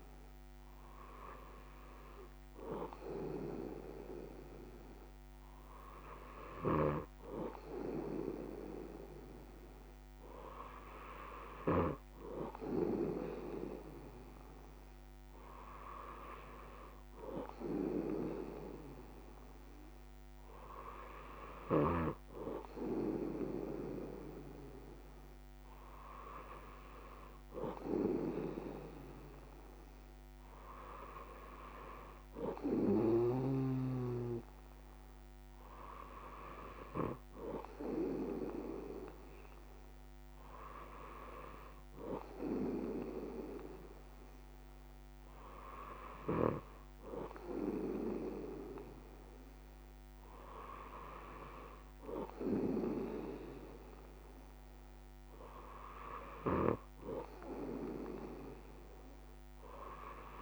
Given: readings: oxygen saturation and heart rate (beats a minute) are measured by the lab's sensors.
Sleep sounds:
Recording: breathing in sleep by a microphone on the trachea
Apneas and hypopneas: none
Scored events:
53.50-60.42 s: new sleep stage, N3 (deep sleep)
From the record:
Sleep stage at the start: N2 (light sleep)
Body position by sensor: on the back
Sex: male

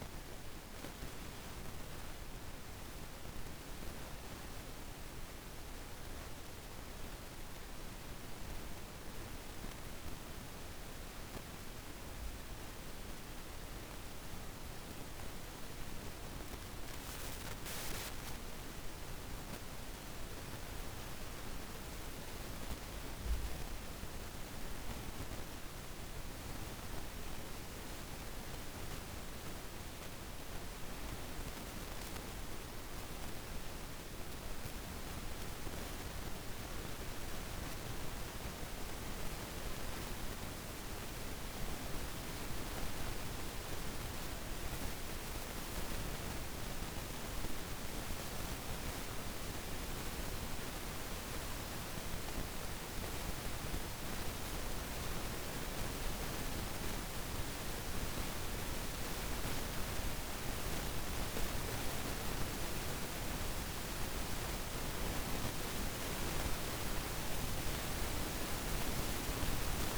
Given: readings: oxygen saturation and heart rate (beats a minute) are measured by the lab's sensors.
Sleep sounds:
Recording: breathing in sleep by a room microphone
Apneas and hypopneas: 2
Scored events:
13.00-17.50 s: arousal
20.50-32.00 s: hypopnea (oxygen 98% before, 89% lowest, heart rate 54 before, 54 extreme, up 3 after)
31.00-53.00 s: oxygen desaturation (device-marked, oxygen 96% before, 89% lowest, heart rate 53 before, 52 extreme)
34.50-39.00 s: arousal
43.00-54.50 s: hypopnea (oxygen 96% before, 89% lowest, heart rate 55 before, 52 extreme, up 1 after)
57.00-61.50 s: arousal
62.00-69.98 s: oxygen desaturation (device-marked, oxygen 96% before, 91% lowest, heart rate 56 before, 52 extreme)
From the record:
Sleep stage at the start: REM sleep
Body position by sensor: on the back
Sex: female

